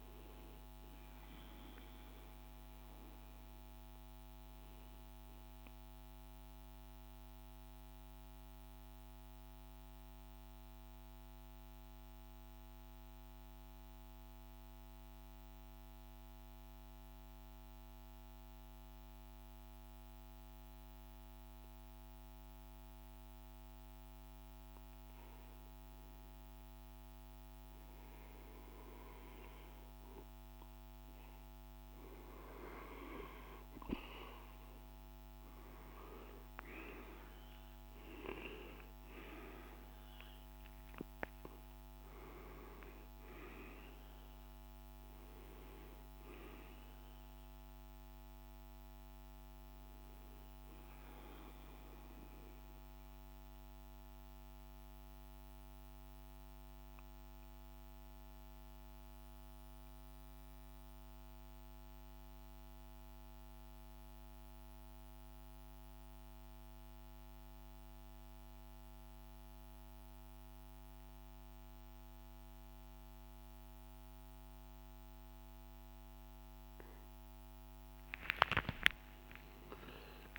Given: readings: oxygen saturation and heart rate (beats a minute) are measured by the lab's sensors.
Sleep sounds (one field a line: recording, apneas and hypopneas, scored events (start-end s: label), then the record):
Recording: breathing in sleep by a microphone on the trachea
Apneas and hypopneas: 2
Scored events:
0.00-11.00 s: oxygen desaturation (device-marked, oxygen 93% lowest, heart rate 51 extreme)
6.00-24.50 s: mixed apnea (oxygen 98% before, 91% lowest, heart rate 56 before, 51 extreme, up 1 after)
28.00-63.00 s: oxygen desaturation (device-marked, oxygen 99% before, 91% lowest, heart rate 51 before, 52 extreme)
34.00-39.00 s: arousal
52.00-75.50 s: obstructive apnea (oxygen 98% before, 91% lowest, heart rate 57 before, 52 extreme, up 54 after)
77.00-80.39 s: arousal
From the record:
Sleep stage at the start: REM sleep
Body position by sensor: on the back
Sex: male